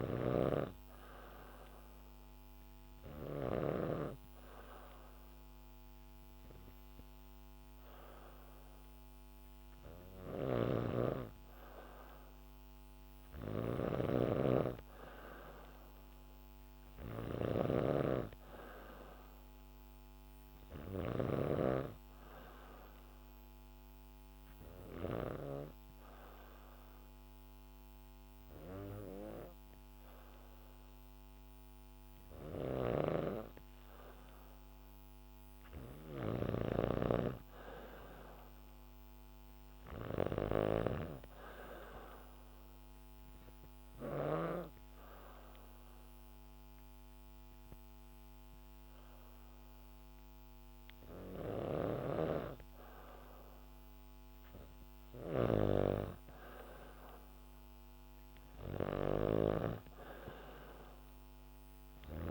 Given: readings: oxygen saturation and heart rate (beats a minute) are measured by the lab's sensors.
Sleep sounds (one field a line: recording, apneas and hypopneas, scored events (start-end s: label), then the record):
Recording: breathing in sleep by a microphone on the trachea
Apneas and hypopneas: 3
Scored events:
0.00-3.00 s: snoring (device-marked)
0.50-11.00 s: hypopnea (oxygen 96% before, 93% lowest, heart rate 71 before, 69 extreme, up 0 after)
9.50-25.00 s: snoring (device-marked)
15.00-18.50 s: arousal
23.50-33.50 s: obstructive apnea (oxygen 96% before, 93% lowest, heart rate 70 before, 69 extreme)
32.00-44.00 s: snoring (device-marked)
35.00-38.00 s: arousal
41.00-53.50 s: obstructive apnea (oxygen 95% before, 93% lowest, heart rate 71 before, 69 extreme, up 2 after)
51.00-62.00 s: snoring (device-marked)
56.00-59.00 s: arousal
From the record:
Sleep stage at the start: N2 (light sleep)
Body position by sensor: on the back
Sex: female